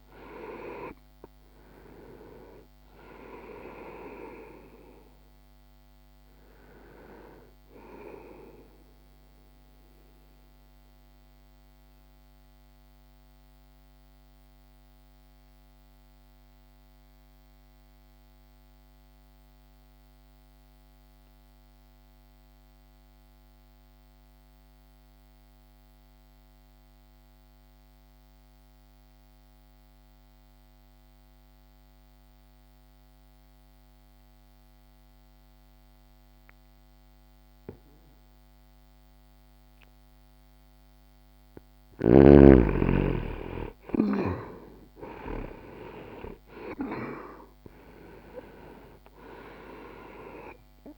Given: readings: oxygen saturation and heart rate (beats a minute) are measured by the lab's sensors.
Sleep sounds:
breathing in sleep by a microphone on the trachea; 1
9.00-40.00 s: obstructive apnea (oxygen 98% before, 85% lowest)
21.50-33.50 s: oxygen desaturation (device-marked, oxygen 95% before, 88% lowest)
42.50-46.50 s: arousal
44.50-50.98 s: oxygen desaturation (device-marked, oxygen 98% before, 91% lowest)
From the record:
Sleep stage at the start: N2 (light sleep); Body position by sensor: on the back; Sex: male

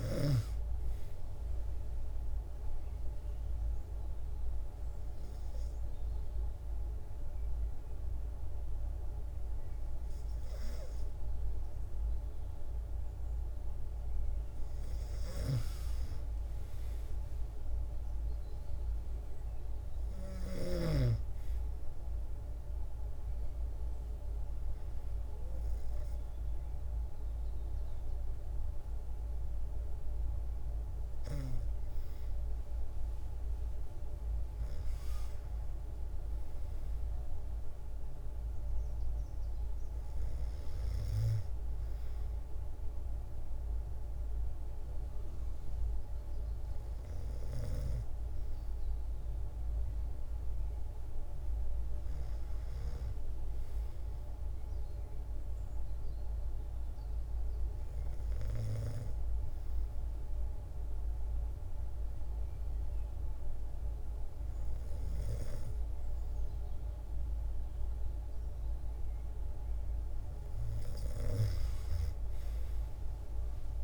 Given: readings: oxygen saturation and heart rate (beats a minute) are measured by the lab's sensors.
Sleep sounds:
breathing in sleep, hard to hear, by a room microphone; 2
0.00-7.00 s: oxygen desaturation (device-marked, oxygen 93% lowest, heart rate 79 extreme)
2.50-14.00 s: obstructive apnea (oxygen 96% before, 93% lowest, heart rate 131 before, 49 extreme, up 20 after)
14.50-20.00 s: snoring (device-marked)
16.00-19.00 s: arousal
55.50-68.50 s: hypopnea (oxygen 96% before, 93% lowest, heart rate 124 before, 39 extreme, up 44 after)
70.50-73.84 s: arousal
70.50-73.84 s: snoring (device-marked)
From the record:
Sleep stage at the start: N2 (light sleep); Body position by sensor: on the back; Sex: female

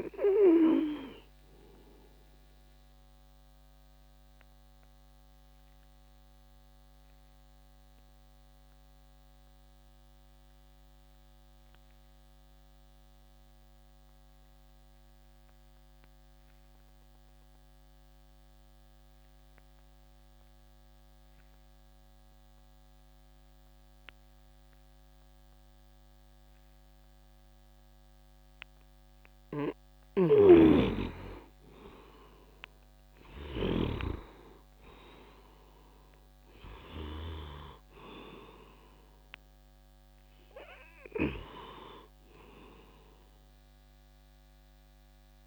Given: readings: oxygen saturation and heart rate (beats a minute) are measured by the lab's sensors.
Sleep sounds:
breathing in sleep by a microphone on the trachea; 1
0.00-15.00 s: oxygen desaturation (device-marked, oxygen 89% lowest, heart rate 58 extreme)
3.50-29.50 s: obstructive apnea (oxygen 98% before, 89% lowest, heart rate 71 before, 58 extreme, up 16 after)
29.00-45.47 s: oxygen desaturation (device-marked, oxygen 99% before, 89% lowest, heart rate 63 before, 60 extreme)
29.50-33.50 s: snoring (device-marked)
31.00-34.50 s: arousal
From the record:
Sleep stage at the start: N2 (light sleep); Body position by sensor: on the back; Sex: male

